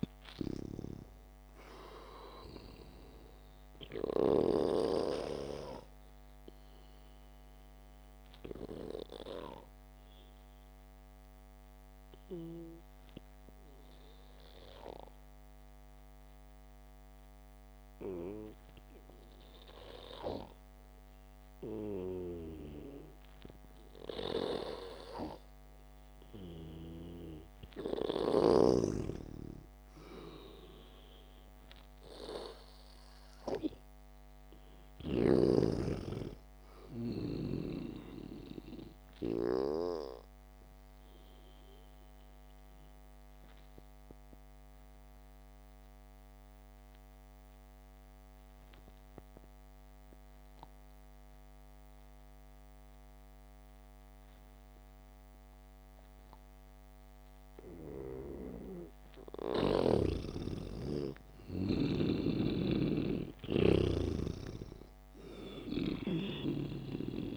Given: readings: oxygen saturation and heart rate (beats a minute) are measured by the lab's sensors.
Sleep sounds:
breathing in sleep by a microphone on the trachea; 2
0.00-1.50 s: arousal
0.00-5.50 s: snoring (device-marked)
10.50-24.00 s: obstructive apnea (oxygen 97% before, 91% lowest, heart rate 64 before, 56 extreme)
20.00-27.00 s: oxygen desaturation (device-marked, oxygen 94% before, 91% lowest, heart rate 64 before, 56 extreme)
30.00-35.50 s: arousal
44.00-59.00 s: obstructive apnea (oxygen 98% before, 91% lowest, heart rate 60 before, 58 extreme)
61.50-65.50 s: arousal
62.50-64.50 s: long interval between heartbeats (device-marked, heart rate 65 before, 65 extreme)
62.50-67.00 s: snoring (device-marked)
66.00-67.37 s: oxygen desaturation (device-marked, oxygen 97% before, 93% lowest, heart rate 64 before, 52 extreme)
From the record:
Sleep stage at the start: N2 (light sleep); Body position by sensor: on the back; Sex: male

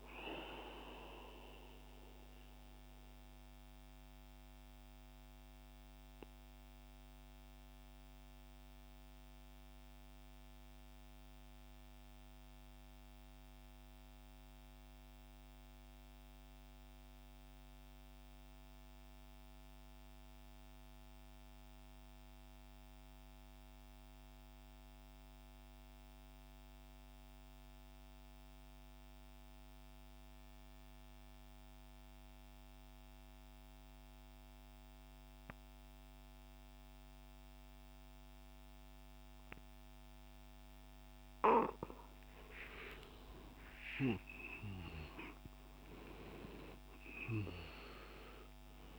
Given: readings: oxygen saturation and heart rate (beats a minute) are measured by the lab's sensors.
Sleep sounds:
breathing in sleep by a microphone on the trachea; 1
0.00-9.50 s: oxygen desaturation (device-marked, oxygen 93% lowest, heart rate 59 extreme)
1.50-41.00 s: mixed apnea (oxygen 98% before, 88% lowest, heart rate 69 before, 56 extreme, up 24 after)
33.50-48.98 s: oxygen desaturation (device-marked, oxygen 98% before, 88% lowest, heart rate 64 before, 56 extreme)
42.50-46.50 s: arousal
From the record:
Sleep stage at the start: N2 (light sleep); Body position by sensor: on the back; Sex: male

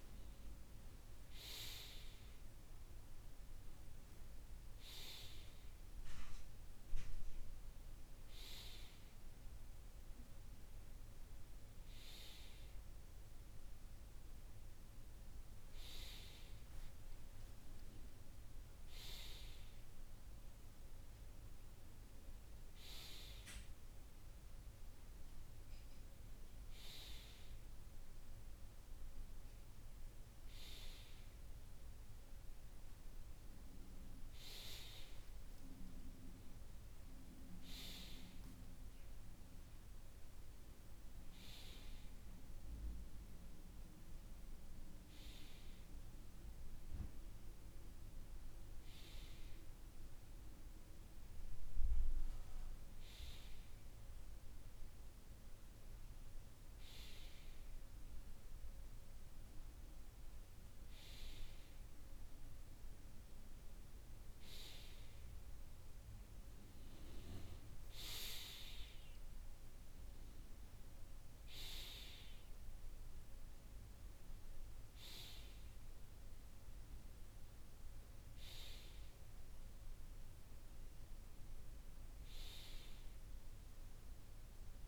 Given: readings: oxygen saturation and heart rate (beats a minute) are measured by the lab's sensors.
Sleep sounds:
breathing in sleep by a room microphone; none
none scored
From the record:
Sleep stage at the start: N2 (light sleep); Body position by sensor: on the right side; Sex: male

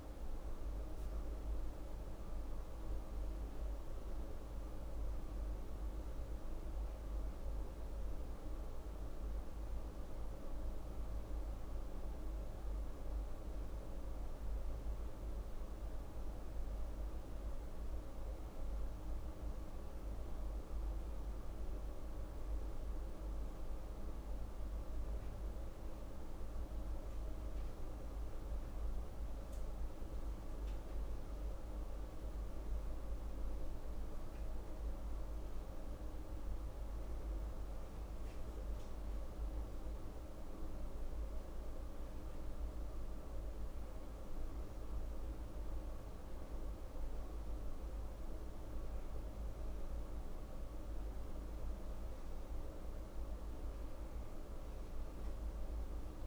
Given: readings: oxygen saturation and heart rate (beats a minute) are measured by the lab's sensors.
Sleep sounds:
breathing in sleep, hard to hear, by a room microphone; none
none scored
From the record:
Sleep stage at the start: N1 (lightest sleep); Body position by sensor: on the right side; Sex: female

